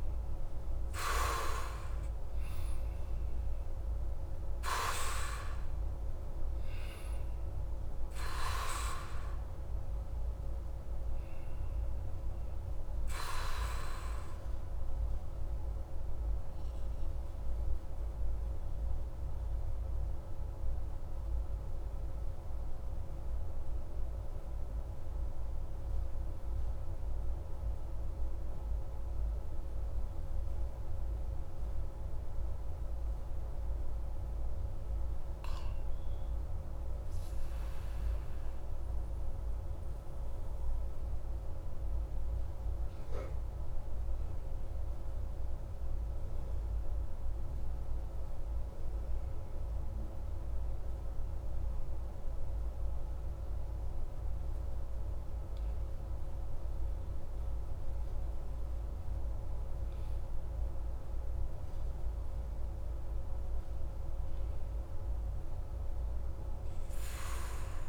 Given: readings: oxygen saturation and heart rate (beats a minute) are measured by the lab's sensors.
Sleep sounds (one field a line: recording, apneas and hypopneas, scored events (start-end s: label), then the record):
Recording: breathing in sleep by a room microphone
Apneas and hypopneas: 2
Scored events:
0.00-27.50 s: oxygen desaturation (device-marked, oxygen 83% lowest)
16.00-33.00 s: obstructive apnea (oxygen 91% before, 83% lowest)
34.00-36.50 s: arousal
38.50-54.50 s: obstructive apnea (oxygen 99% before, 96% lowest)
56.50-60.00 s: arousal
61.50-67.88 s: new sleep stage, N1 (lightest sleep)
From the record:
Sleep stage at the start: N2 (light sleep)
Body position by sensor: on the back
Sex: male